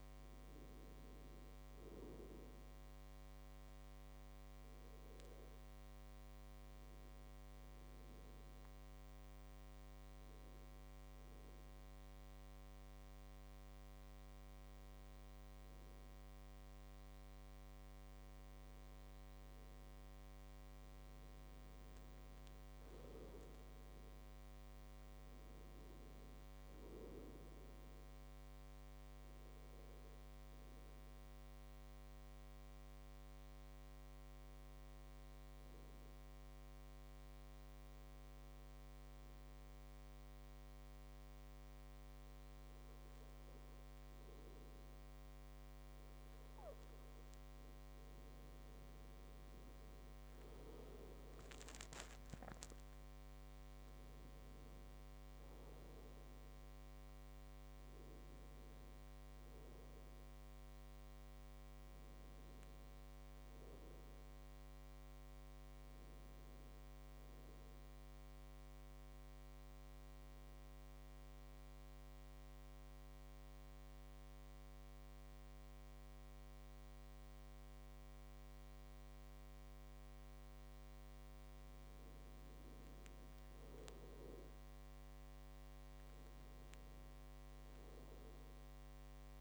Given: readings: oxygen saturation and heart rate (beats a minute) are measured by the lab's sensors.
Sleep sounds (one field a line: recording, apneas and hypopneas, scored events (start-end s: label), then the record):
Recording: breathing in sleep, hard to hear, by a microphone on the trachea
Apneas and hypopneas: 3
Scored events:
0.00-2.50 s: arousal
5.50-17.50 s: oxygen desaturation (device-marked, oxygen 98% before, 92% lowest, heart rate 76 before, 68 extreme)
9.00-20.50 s: hypopnea (oxygen 98% before, 92% lowest, heart rate 75 before, 68 extreme, up 11 after)
23.50-27.00 s: arousal
31.00-46.50 s: obstructive apnea (oxygen 97% before, 93% lowest, heart rate 73 before, 70 extreme, up 9 after)
49.00-52.00 s: arousal
50.50-79.50 s: oxygen desaturation (device-marked, oxygen 97% before, 93% lowest, heart rate 73 before, 73 extreme)
68.50-81.00 s: obstructive apnea (oxygen 97% before, 93% lowest, heart rate 78 before, 73 extreme, up 7 after)
From the record:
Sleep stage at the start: N2 (light sleep)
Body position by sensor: on the right side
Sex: male